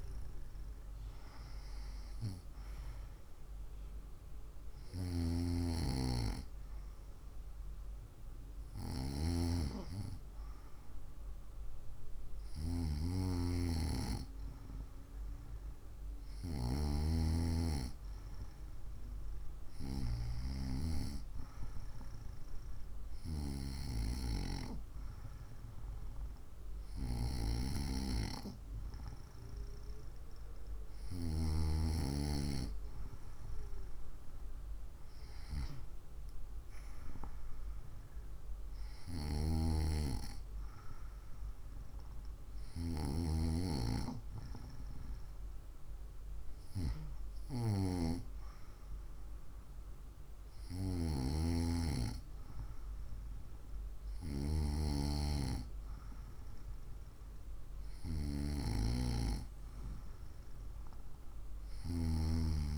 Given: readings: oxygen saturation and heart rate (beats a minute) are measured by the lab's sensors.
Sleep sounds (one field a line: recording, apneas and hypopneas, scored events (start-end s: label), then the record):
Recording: breathing in sleep by a room microphone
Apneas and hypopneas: none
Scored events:
none scored
From the record:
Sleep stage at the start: N2 (light sleep)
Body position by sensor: on the right side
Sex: female